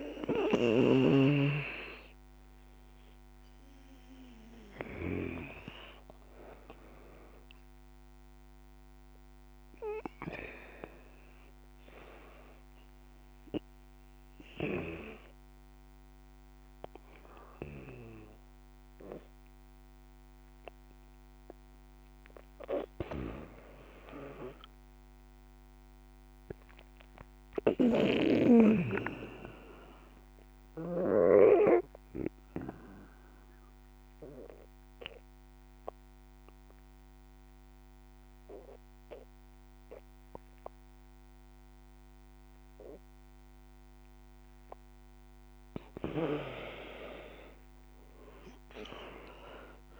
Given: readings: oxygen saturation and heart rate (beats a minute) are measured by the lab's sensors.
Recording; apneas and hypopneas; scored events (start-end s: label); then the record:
breathing in sleep by a microphone on the trachea; 2
0.00-14.50 s: oxygen desaturation (device-marked, oxygen 82% lowest, heart rate 59 extreme)
11.00-21.50 s: obstructive apnea (oxygen 96% before, 82% lowest, heart rate 77 before, 62 extreme, up 10 after)
23.00-26.50 s: arousal
30.50-44.00 s: obstructive apnea (oxygen 97% before, 82% lowest, heart rate 66 before, 62 extreme, up 8 after)
42.50-50.00 s: oxygen desaturation (device-marked, oxygen 96% before, 82% lowest, heart rate 66 before, 58 extreme)
45.00-50.00 s: arousal
From the record:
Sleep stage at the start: N2 (light sleep); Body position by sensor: on the back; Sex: female